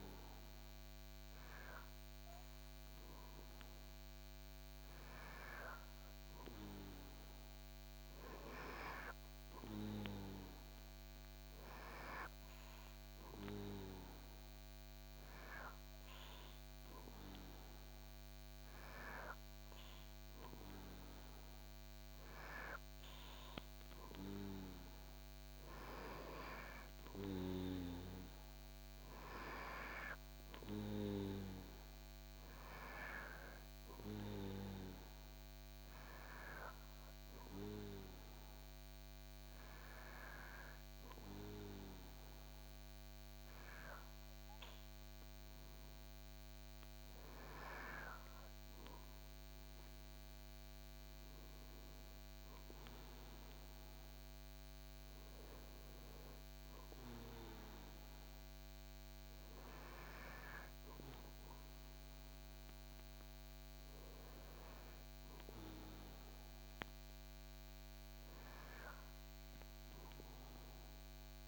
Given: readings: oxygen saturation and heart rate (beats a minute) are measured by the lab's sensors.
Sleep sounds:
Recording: breathing in sleep by a microphone on the trachea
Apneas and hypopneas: none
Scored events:
none scored
From the record:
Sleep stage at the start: N2 (light sleep)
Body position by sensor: on the back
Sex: male

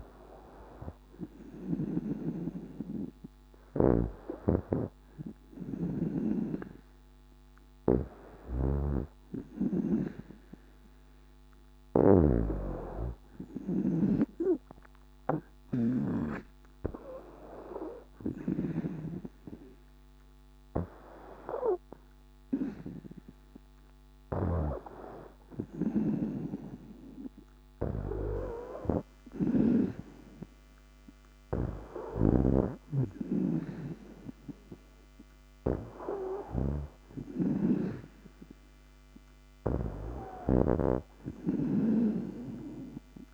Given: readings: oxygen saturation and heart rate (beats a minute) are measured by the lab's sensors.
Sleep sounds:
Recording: breathing in sleep by a microphone on the trachea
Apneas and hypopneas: none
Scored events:
0.00-2.00 s: snoring (device-marked)
4.00-16.00 s: snoring (device-marked)
18.00-29.50 s: snoring (device-marked)
31.50-43.34 s: snoring (device-marked)
From the record:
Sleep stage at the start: N2 (light sleep)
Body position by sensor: on the back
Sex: female

